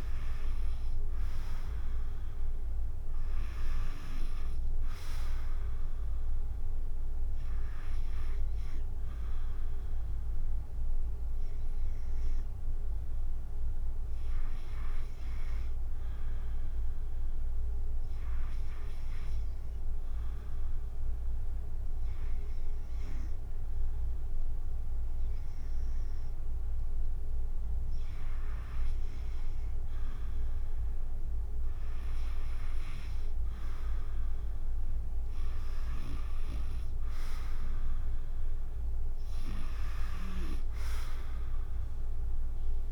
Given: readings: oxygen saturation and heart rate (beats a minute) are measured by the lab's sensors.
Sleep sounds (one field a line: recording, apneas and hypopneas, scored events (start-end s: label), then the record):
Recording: breathing in sleep by a room microphone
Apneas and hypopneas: 1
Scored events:
0.00-3.50 s: arousal
1.50-12.50 s: drop in pulse transit time (device-marked, heart rate 69 before, 70 extreme)
13.50-42.92 s: new sleep stage, N2 (light sleep)
17.00-28.00 s: hypopnea (oxygen 95% before, 93% lowest, heart rate 71 before, 66 extreme, up 3 after)
33.50-42.92 s: drop in pulse transit time (device-marked, heart rate 70 before, 66 extreme)
35.50-40.00 s: arousal
From the record:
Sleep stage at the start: REM sleep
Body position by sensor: on the back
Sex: female